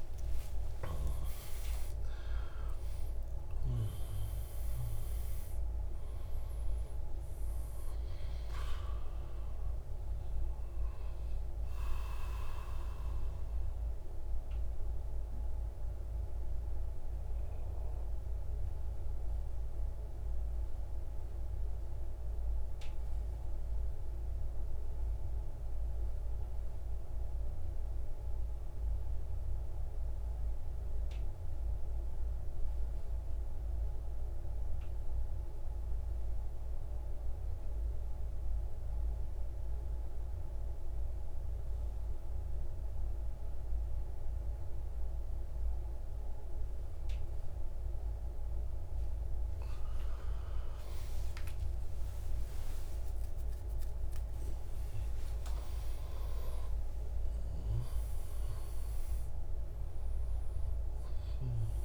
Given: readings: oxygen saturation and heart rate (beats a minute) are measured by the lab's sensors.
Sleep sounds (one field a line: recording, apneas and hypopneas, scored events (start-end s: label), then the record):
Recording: breathing in sleep, hard to hear, by a room microphone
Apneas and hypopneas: 1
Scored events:
0.00-24.00 s: oxygen desaturation (device-marked, oxygen 86% lowest, heart rate 57 extreme)
13.00-49.00 s: mixed apnea (oxygen 96% before, 86% lowest, heart rate 90 before, 60 extreme, up 29 after)
45.00-61.85 s: oxygen desaturation (device-marked, oxygen 98% before, 89% lowest, heart rate 62 before, 57 extreme)
50.50-55.00 s: arousal
From the record:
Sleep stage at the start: N2 (light sleep)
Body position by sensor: on the right side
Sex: male